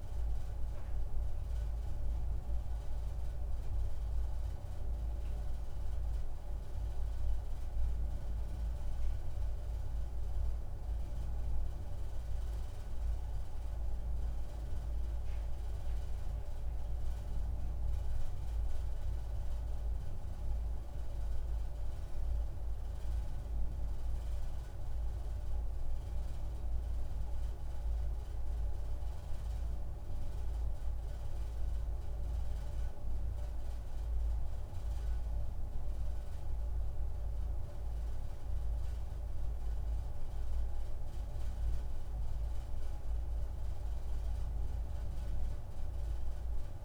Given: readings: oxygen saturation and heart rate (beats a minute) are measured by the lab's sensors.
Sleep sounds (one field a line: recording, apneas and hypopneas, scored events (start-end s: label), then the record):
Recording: breathing in sleep, hard to hear, by a room microphone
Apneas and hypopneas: none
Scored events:
none scored
From the record:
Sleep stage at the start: N2 (light sleep)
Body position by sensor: on the back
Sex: male